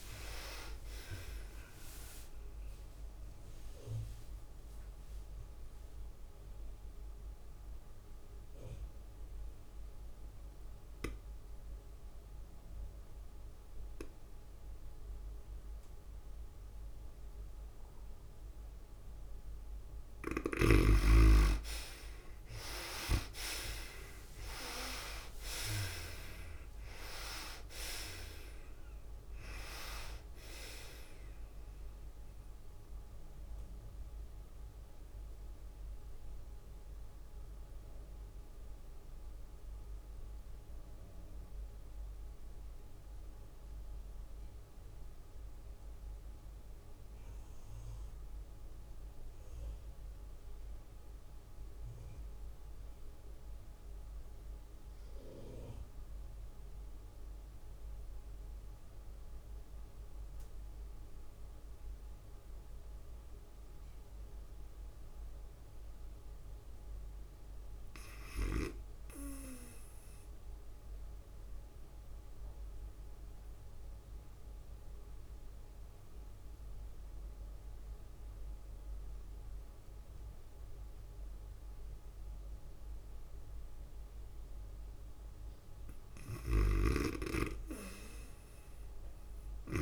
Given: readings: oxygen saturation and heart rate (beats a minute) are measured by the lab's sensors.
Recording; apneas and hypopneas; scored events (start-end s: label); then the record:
breathing in sleep by a room microphone; 2
0.00-11.00 s: drop in pulse transit time (device-marked, heart rate 105 extreme)
0.00-12.00 s: oxygen desaturation (device-marked, oxygen 55% lowest, heart rate 96 extreme)
0.00-51.00 s: tachycardia (device-marked, heart rate 122 extreme)
2.00-20.50 s: mixed apnea (oxygen 72% before, 55% lowest, heart rate 101 before, 107 extreme, up 13 after)
17.00-40.00 s: oxygen desaturation (device-marked, oxygen 97% before, 68% lowest, heart rate 114 before, 92 extreme)
22.50-24.50 s: long interval between heartbeats (device-marked, heart rate 114 before, 118 extreme)
23.00-28.00 s: arousal
27.00-42.00 s: drop in pulse transit time (device-marked, heart rate 114 before, 111 extreme)
33.00-85.50 s: obstructive apnea (oxygen 97% before, 58% lowest, heart rate 114 before, 92 extreme, up 1 after)
41.00-89.82 s: new sleep stage, REM sleep
45.00-83.00 s: oxygen desaturation (device-marked, oxygen 97% before, 64% lowest, heart rate 114 before, 92 extreme)
53.00-55.00 s: long interval between heartbeats (device-marked, heart rate 109 before, 94 extreme)
67.00-79.00 s: drop in pulse transit time (device-marked, heart rate 99 before, 96 extreme)
75.00-81.00 s: tachycardia (device-marked, heart rate 104 before, 103 extreme)
87.00-89.82 s: snoring (device-marked)
88.00-89.82 s: oxygen desaturation (device-marked, oxygen 70% before, 58% lowest, heart rate 98 before, 105 extreme)
88.50-89.82 s: arousal
From the record:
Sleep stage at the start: N2 (light sleep); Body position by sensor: on the back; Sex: female